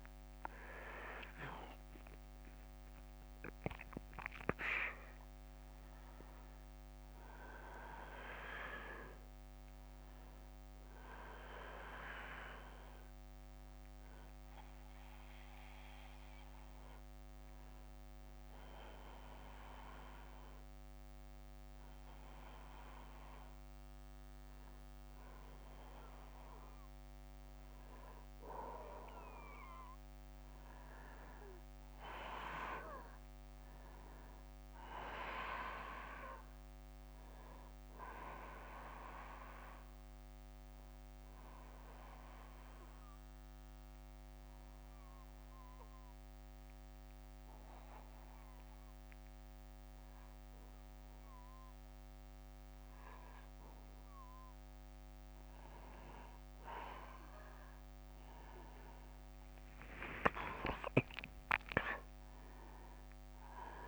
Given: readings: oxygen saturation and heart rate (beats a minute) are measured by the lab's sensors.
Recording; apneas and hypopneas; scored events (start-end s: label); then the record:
breathing in sleep by a microphone on the trachea; 2
11.00-26.50 s: obstructive apnea (oxygen 98% before, 92% lowest, heart rate 71 before, 64 extreme, up 3 after)
16.00-63.87 s: new sleep stage, N2 (light sleep)
29.50-33.50 s: arousal
30.00-51.00 s: oxygen desaturation (device-marked, oxygen 96% before, 93% lowest, heart rate 67 before, 64 extreme)
40.50-53.00 s: obstructive apnea (oxygen 96% before, 92% lowest, heart rate 66 before, 64 extreme, up 3 after)
56.00-59.50 s: arousal
60.00-63.87 s: oxygen desaturation (device-marked, oxygen 96% before, 92% lowest, heart rate 65 before, 63 extreme)
From the record:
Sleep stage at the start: N1 (lightest sleep); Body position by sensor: on the back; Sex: male